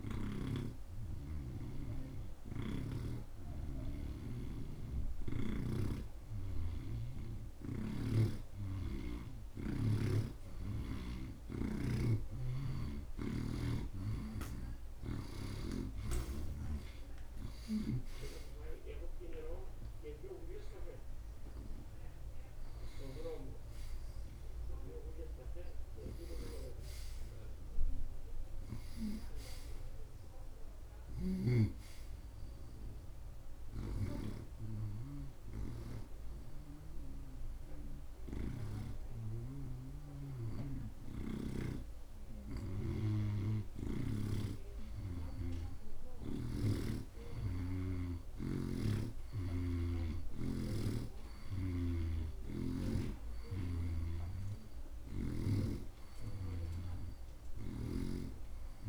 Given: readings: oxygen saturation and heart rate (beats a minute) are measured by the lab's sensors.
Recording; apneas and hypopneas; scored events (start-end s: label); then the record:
breathing in sleep by a room microphone; none
0.00-8.50 s: oxygen desaturation (device-marked, oxygen 84% lowest)
2.50-6.00 s: snoring (device-marked)
8.00-11.50 s: snoring (device-marked)
13.50-18.00 s: snoring (device-marked)
16.50-20.50 s: arousal
17.50-35.50 s: oxygen desaturation (device-marked, oxygen 87% before, 81% lowest)
31.00-39.00 s: snoring (device-marked)
41.00-44.50 s: snoring (device-marked)
46.50-50.00 s: snoring (device-marked)
52.00-56.00 s: snoring (device-marked)
52.50-58.89 s: oxygen desaturation (device-marked, oxygen 88% before, 83% lowest)
From the record:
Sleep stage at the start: N2 (light sleep); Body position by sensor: on the right side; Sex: male